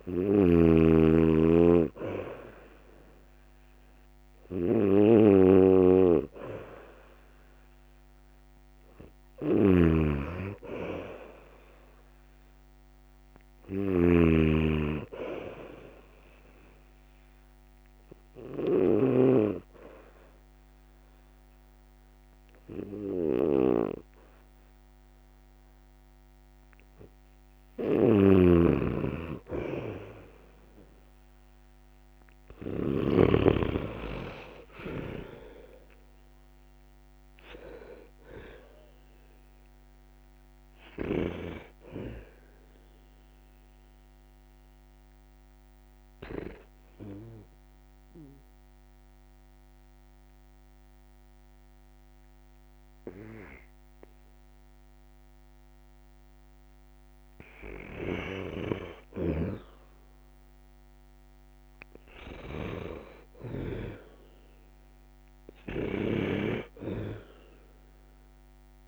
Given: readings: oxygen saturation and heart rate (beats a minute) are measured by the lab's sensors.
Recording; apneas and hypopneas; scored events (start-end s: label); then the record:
breathing in sleep by a microphone on the trachea; 2
0.00-6.50 s: oxygen desaturation (device-marked, oxygen 91% lowest, heart rate 66 extreme)
0.00-19.00 s: snoring (device-marked)
9.00-12.50 s: arousal
16.50-26.50 s: oxygen desaturation (device-marked, oxygen 96% before, 92% lowest, heart rate 69 before, 64 extreme)
16.50-27.50 s: obstructive apnea (oxygen 96% before, 92% lowest, heart rate 69 before, 63 extreme, up 1 after)
27.50-33.00 s: snoring (device-marked)
33.00-37.00 s: arousal
44.50-57.00 s: obstructive apnea (oxygen 97% before, 88% lowest, heart rate 69 before, 63 extreme, up 5 after)
59.50-64.00 s: arousal
From the record:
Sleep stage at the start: N2 (light sleep); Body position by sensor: on the back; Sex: male